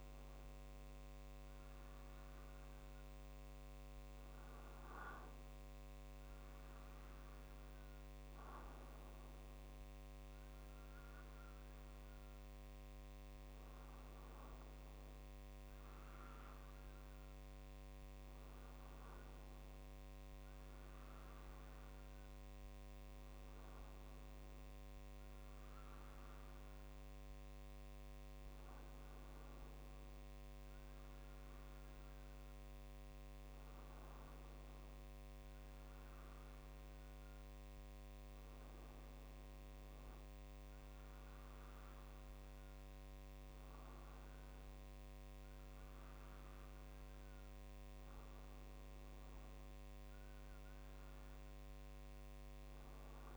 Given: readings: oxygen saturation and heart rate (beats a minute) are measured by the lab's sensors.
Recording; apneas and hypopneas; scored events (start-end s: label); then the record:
a person awake in a sleep study, hard to hear, by a microphone on the trachea; none
39.50-41.50 s: long interval between heartbeats (device-marked, heart rate 52 before, 55 extreme)
41.00-53.37 s: new sleep stage, N1 (lightest sleep)
From the record:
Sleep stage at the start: awake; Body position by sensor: on the right side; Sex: male